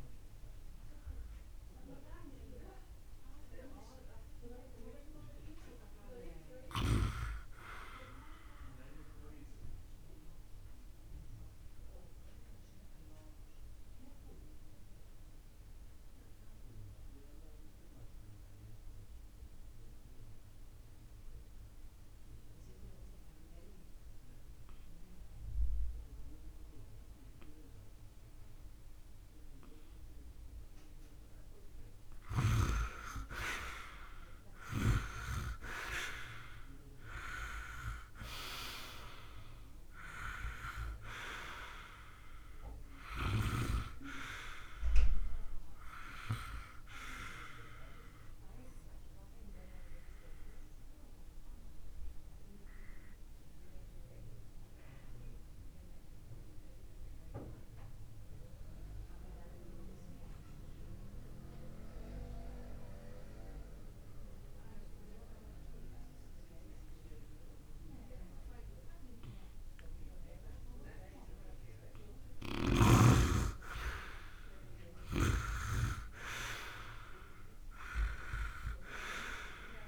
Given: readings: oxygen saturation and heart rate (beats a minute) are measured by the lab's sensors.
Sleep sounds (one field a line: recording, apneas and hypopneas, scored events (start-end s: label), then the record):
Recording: breathing in sleep by a room microphone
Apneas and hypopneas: 2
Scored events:
0.00-11.50 s: oxygen desaturation (device-marked, oxygen 87% lowest, heart rate 54 extreme)
11.50-30.50 s: obstructive apnea (oxygen 97% before, 81% lowest, heart rate 68 before, 54 extreme, up 0 after)
27.50-61.50 s: oxygen desaturation (device-marked, oxygen 99% before, 81% lowest, heart rate 67 before, 54 extreme)
33.00-37.00 s: arousal
48.50-71.50 s: obstructive apnea (oxygen 99% before, 81% lowest, heart rate 61 before, 60 extreme, up 1 after)
73.50-76.50 s: arousal
74.50-79.88 s: oxygen desaturation (device-marked, oxygen 100% before, 86% lowest, heart rate 66 before, 57 extreme)
75.00-79.88 s: snoring (device-marked)
From the record:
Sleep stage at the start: N2 (light sleep)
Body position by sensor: on the right side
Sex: male